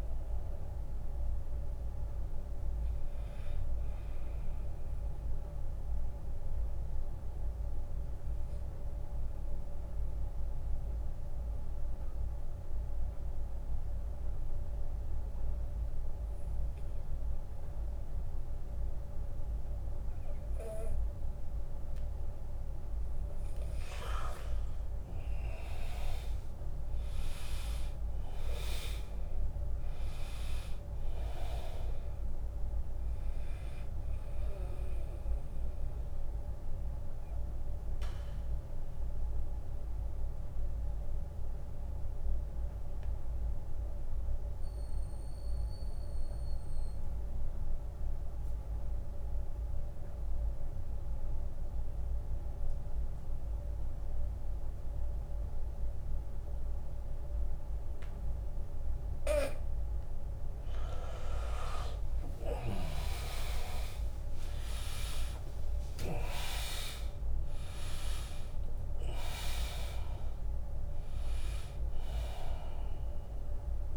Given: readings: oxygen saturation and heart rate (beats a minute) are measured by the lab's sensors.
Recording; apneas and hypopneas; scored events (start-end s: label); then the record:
breathing in sleep by a room microphone; 2
0.00-2.50 s: drop in pulse transit time (device-marked, heart rate 82 extreme)
0.00-12.50 s: oxygen desaturation (device-marked, oxygen 79% lowest, heart rate 69 extreme)
4.00-23.00 s: mixed apnea (oxygen 98% before, 79% lowest, heart rate 87 before, 68 extreme, up 7 after)
26.00-29.50 s: arousal
29.50-39.50 s: drop in pulse transit time (device-marked, heart rate 74 before, 74 extreme)
33.00-35.00 s: long interval between heartbeats (device-marked, heart rate 74 before, 77 extreme)
33.50-50.50 s: oxygen desaturation (device-marked, oxygen 100% before, 90% lowest, heart rate 74 before, 68 extreme)
34.50-58.50 s: obstructive apnea (oxygen 100% before, 87% lowest, heart rate 74 before, 69 extreme, up 10 after)
62.00-66.50 s: arousal
62.50-73.97 s: drop in pulse transit time (device-marked, heart rate 78 before, 76 extreme)
64.50-73.97 s: oxygen desaturation (device-marked, oxygen 100% before, 87% lowest, heart rate 79 before, 69 extreme)
From the record:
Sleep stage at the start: N2 (light sleep); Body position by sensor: on the back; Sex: male